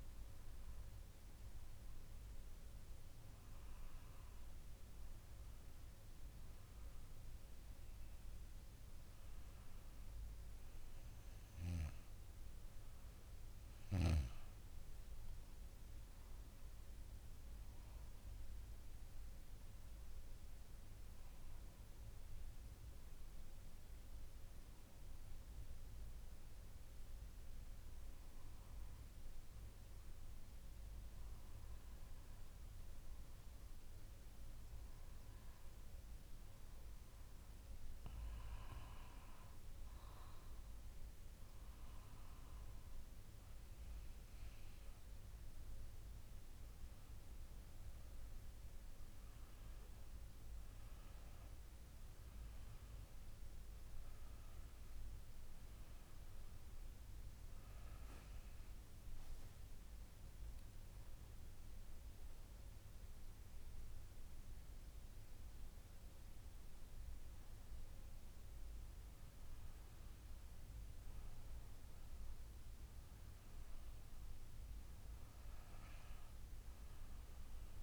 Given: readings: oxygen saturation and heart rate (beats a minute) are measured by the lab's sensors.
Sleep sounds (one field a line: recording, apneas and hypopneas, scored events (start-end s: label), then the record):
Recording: breathing in sleep, hard to hear, by a room microphone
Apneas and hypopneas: none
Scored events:
none scored
From the record:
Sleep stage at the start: N2 (light sleep)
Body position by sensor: on the back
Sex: female